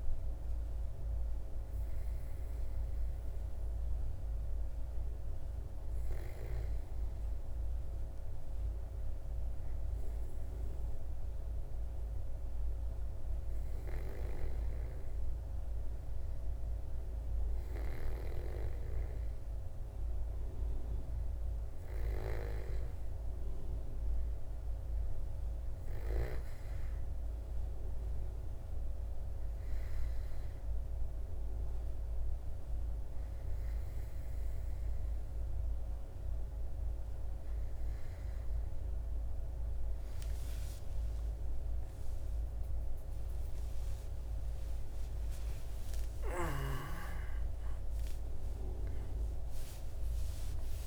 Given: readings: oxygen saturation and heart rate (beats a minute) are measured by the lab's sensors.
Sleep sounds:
a person awake in a sleep study, by a room microphone; 1
3.00-20.00 s: hypopnea (oxygen 98% before, 94% lowest, heart rate 70 before, 68 extreme, up 10 after)
23.00-50.87 s: new sleep stage, awake
From the record:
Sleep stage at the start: REM sleep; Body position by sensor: on the back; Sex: male

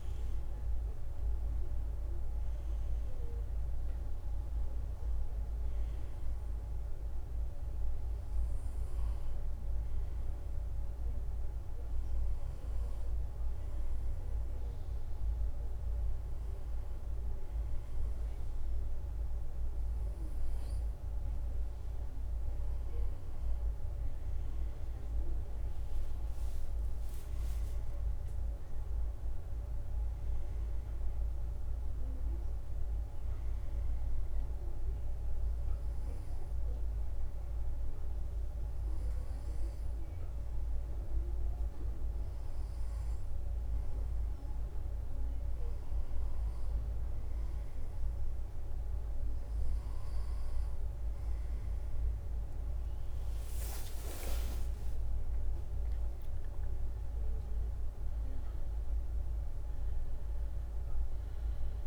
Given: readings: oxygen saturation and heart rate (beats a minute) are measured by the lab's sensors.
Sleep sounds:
breathing in sleep, hard to hear, by a room microphone; none
0.00-2.50 s: arousal
52.00-56.00 s: arousal
53.50-61.87 s: drop in pulse transit time (device-marked, heart rate 65 before, 66 extreme)
From the record:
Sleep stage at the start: N1 (lightest sleep); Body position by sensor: on the right side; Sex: male

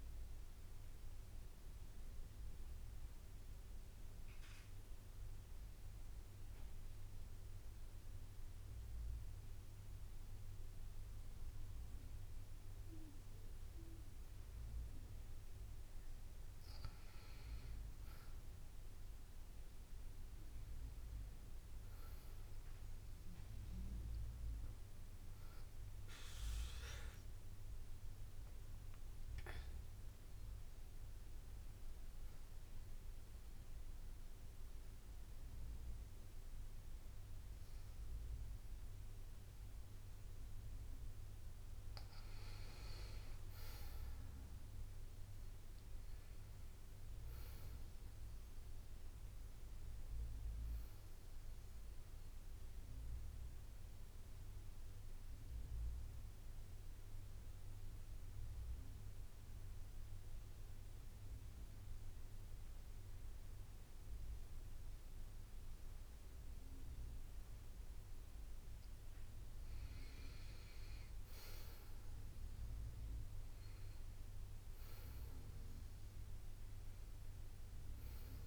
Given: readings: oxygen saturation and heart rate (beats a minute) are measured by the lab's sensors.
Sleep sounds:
breathing in sleep, hard to hear, by a room microphone; 3
0.00-5.50 s: drop in pulse transit time (device-marked, heart rate 62 extreme)
3.50-15.00 s: central apnea (oxygen 94% before, 93% lowest, heart rate 64 before, 60 extreme, up 2 after)
18.50-22.50 s: arousal
27.50-35.50 s: oxygen desaturation (device-marked, oxygen 97% before, 93% lowest, heart rate 61 before, 60 extreme)
32.00-42.50 s: mixed apnea (oxygen 98% before, 91% lowest, heart rate 62 before, 59 extreme, up 4 after)
45.00-49.50 s: arousal
56.00-68.50 s: mixed apnea (oxygen 96% before, 91% lowest, heart rate 64 before, 59 extreme, up 6 after)
56.50-60.50 s: bradycardia (device-marked, heart rate 69 before, 59 extreme)
61.50-78.47 s: new sleep stage, N2 (light sleep)
70.50-74.50 s: arousal
75.50-78.47 s: oxygen desaturation (device-marked, oxygen 96% before, 91% lowest, heart rate 61 before, 59 extreme)
From the record:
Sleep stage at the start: N1 (lightest sleep); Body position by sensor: on the back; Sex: female

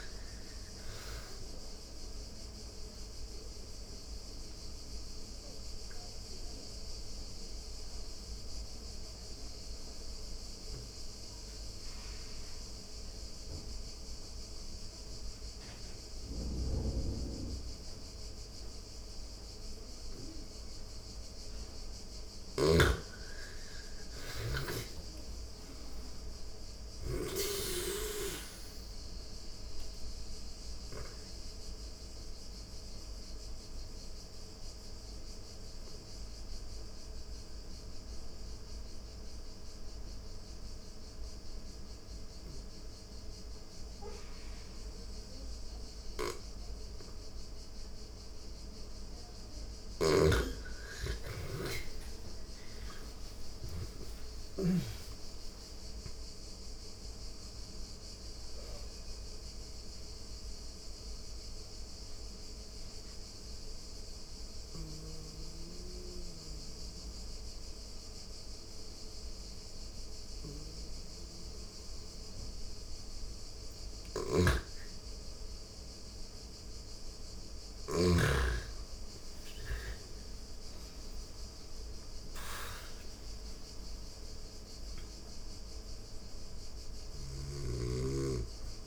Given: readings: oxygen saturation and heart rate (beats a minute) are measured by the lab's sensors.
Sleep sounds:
breathing in sleep by a room microphone; 3
0.00-15.00 s: oxygen desaturation (device-marked, oxygen 87% lowest)
1.50-21.00 s: obstructive apnea (oxygen 99% before, 85% lowest)
21.00-41.00 s: oxygen desaturation (device-marked, oxygen 98% before, 85% lowest)
21.50-26.50 s: snoring (device-marked)
22.50-25.50 s: arousal
29.50-48.50 s: obstructive apnea (oxygen 98% before, 85% lowest)
49.00-53.00 s: snoring (device-marked)
50.00-54.50 s: arousal
53.00-71.00 s: oxygen desaturation (device-marked, oxygen 99% before, 85% lowest)
59.50-73.50 s: obstructive apnea (oxygen 99% before, 85% lowest)
63.50-77.50 s: snoring (device-marked)
76.00-88.87 s: oxygen desaturation (device-marked, oxygen 99% before, 88% lowest)
77.50-83.00 s: arousal
86.00-88.87 s: snoring (device-marked)
From the record:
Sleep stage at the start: N2 (light sleep); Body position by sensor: on the back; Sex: female

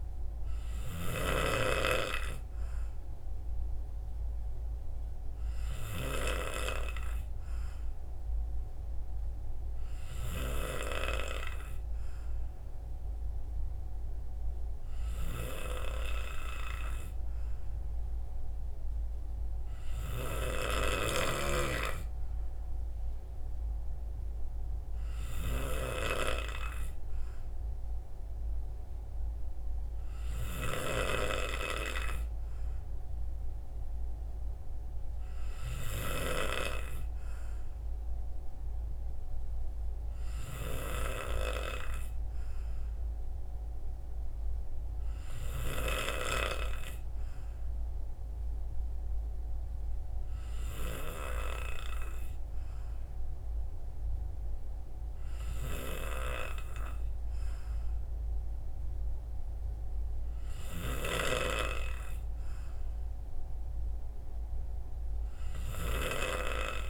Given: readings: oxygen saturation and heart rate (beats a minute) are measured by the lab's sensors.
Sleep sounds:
breathing in sleep by a room microphone; none
none scored
From the record:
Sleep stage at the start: N3 (deep sleep); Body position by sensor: on the right side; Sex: male

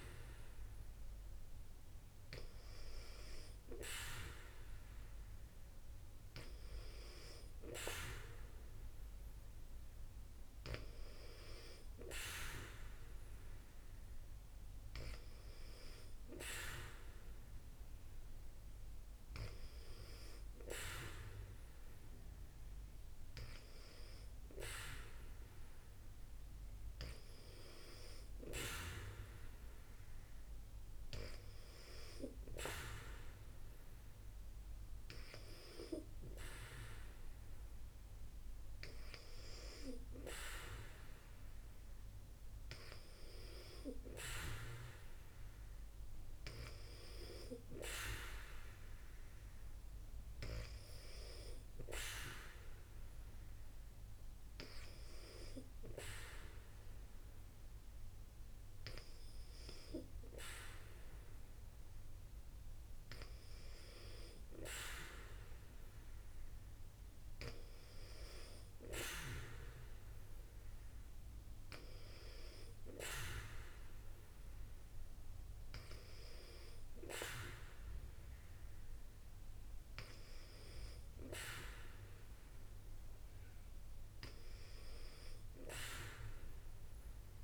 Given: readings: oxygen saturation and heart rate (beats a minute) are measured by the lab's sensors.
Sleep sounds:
breathing in sleep by a room microphone; none
none scored
From the record:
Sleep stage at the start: N2 (light sleep); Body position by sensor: on the back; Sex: female

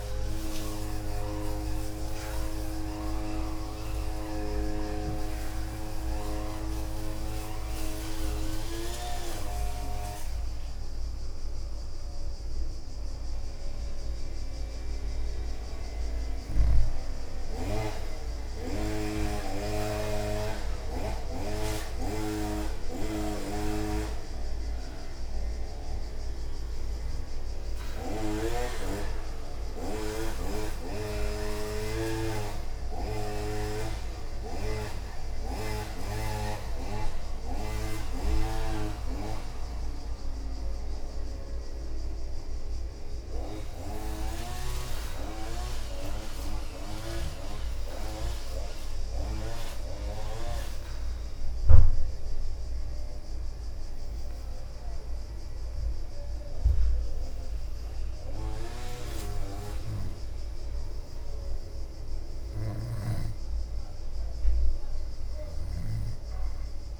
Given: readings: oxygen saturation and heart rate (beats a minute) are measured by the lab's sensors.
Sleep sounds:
breathing in sleep by a room microphone; 3
0.00-20.50 s: oxygen desaturation (device-marked, oxygen 88% lowest, heart rate 54 extreme)
1.00-5.50 s: leg movement (device-marked)
2.50-9.50 s: bradycardia (device-marked, heart rate 67 before, 54 extreme)
3.50-15.50 s: obstructive apnea (oxygen 95% before, 88% lowest, heart rate 69 before, 57 extreme, up 16 after)
8.50-17.00 s: leg movement (device-marked)
19.00-28.00 s: leg movement (device-marked)
21.00-25.50 s: arousal
28.50-37.50 s: bradycardia (device-marked, heart rate 67 before, 57 extreme)
30.00-40.50 s: obstructive apnea (oxygen 98% before, 89% lowest, heart rate 66 before, 57 extreme, up 9 after)
31.00-38.50 s: leg movement (device-marked)
35.50-41.50 s: oxygen desaturation (device-marked, oxygen 97% before, 92% lowest, heart rate 66 before, 61 extreme)
41.50-47.00 s: leg movement (device-marked)
42.00-46.00 s: arousal
49.00-54.50 s: leg movement (device-marked)
51.00-62.00 s: obstructive apnea (oxygen 98% before, 89% lowest, heart rate 61 before, 59 extreme, up 7 after)
56.50-63.00 s: leg movement (device-marked)
64.50-67.00 s: arousal
64.50-67.00 s: leg movement (device-marked)
From the record:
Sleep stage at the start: N2 (light sleep); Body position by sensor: on the back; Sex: female

